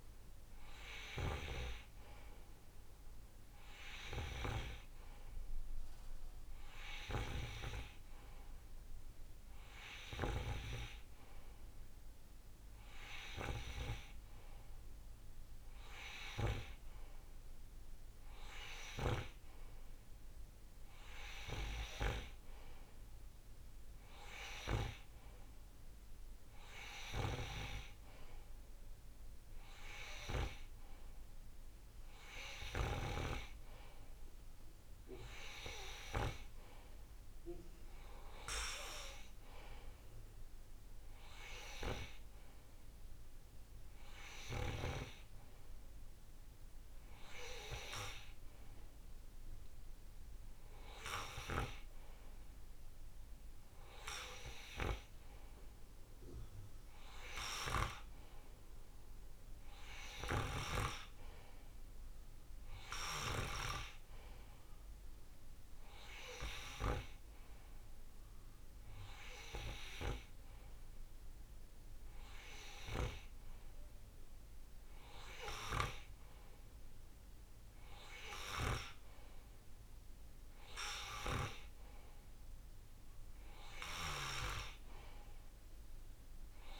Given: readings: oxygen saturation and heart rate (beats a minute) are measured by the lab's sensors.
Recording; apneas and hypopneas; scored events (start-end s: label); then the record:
breathing in sleep by a room microphone; none
none scored
From the record:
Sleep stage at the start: N2 (light sleep); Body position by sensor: on the right side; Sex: male